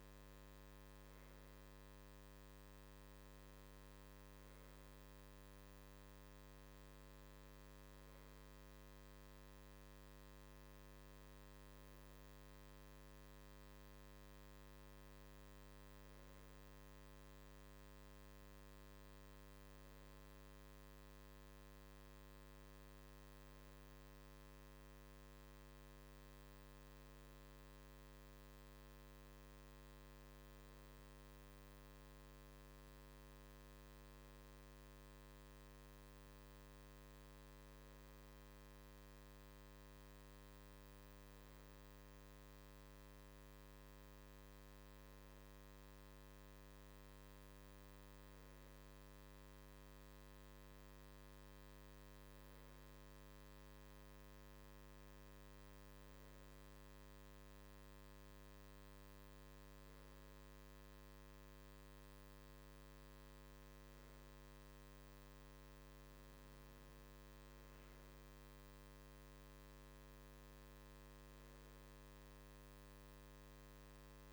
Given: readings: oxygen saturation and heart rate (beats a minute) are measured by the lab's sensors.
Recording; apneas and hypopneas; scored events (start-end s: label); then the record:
breathing in sleep, hard to hear, by a microphone on the trachea; none
none scored
From the record:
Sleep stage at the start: N2 (light sleep); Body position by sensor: on the right side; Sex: male